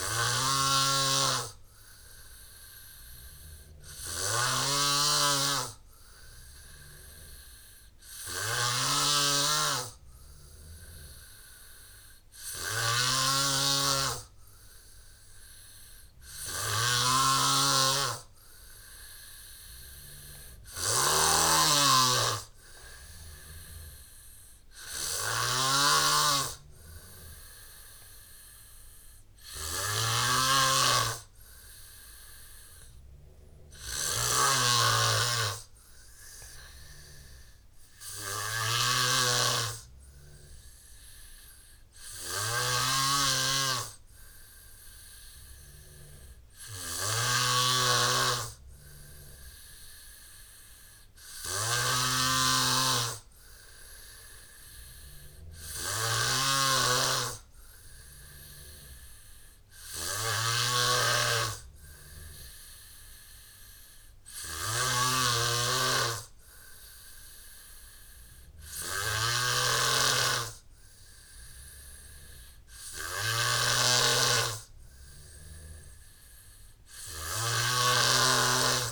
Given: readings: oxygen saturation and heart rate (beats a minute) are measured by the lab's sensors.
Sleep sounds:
breathing in sleep by a room microphone; none
0.00-13.50 s: snoring (device-marked)
3.00-78.92 s: new sleep stage, N3 (deep sleep)
21.00-31.00 s: snoring (device-marked)
39.00-43.00 s: snoring (device-marked)
52.00-56.50 s: snoring (device-marked)
73.50-78.92 s: snoring (device-marked)
From the record:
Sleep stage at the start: N2 (light sleep); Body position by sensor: on the back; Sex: male

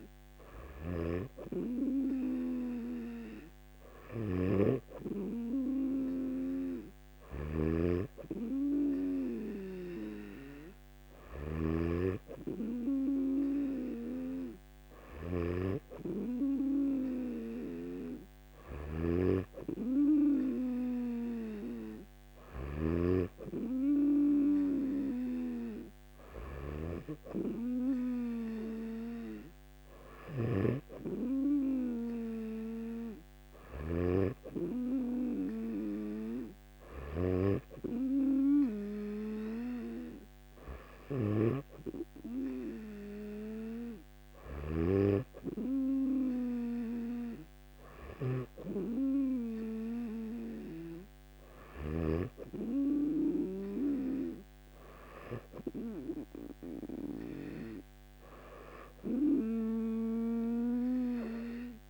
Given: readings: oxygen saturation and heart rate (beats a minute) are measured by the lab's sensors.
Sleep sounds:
breathing in sleep by a microphone on the trachea; none
7.00-11.50 s: snoring (device-marked)
18.50-23.00 s: snoring (device-marked)
30.00-34.00 s: snoring (device-marked)
From the record:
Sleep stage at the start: N2 (light sleep); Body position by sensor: on the back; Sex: male

